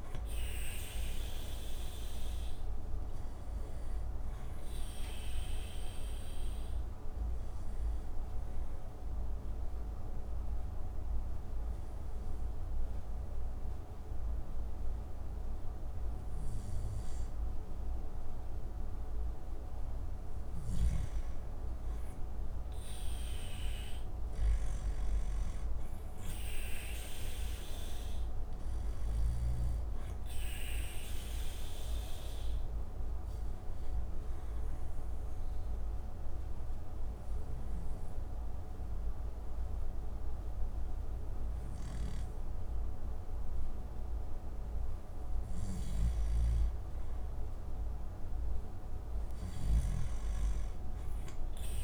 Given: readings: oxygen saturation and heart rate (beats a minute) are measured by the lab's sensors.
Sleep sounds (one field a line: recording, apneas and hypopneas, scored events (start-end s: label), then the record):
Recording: breathing in sleep, hard to hear, by a room microphone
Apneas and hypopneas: 2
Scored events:
1.50-20.50 s: oxygen desaturation (device-marked, oxygen 96% before, 90% lowest)
4.00-19.00 s: obstructive apnea (oxygen 96% before, 90% lowest)
23.00-26.00 s: arousal
31.00-44.00 s: obstructive apnea (oxygen 96% before, 90% lowest)
32.50-48.50 s: oxygen desaturation (device-marked, oxygen 96% before, 90% lowest)
48.50-51.00 s: arousal
From the record:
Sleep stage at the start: N2 (light sleep)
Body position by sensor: on the back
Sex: male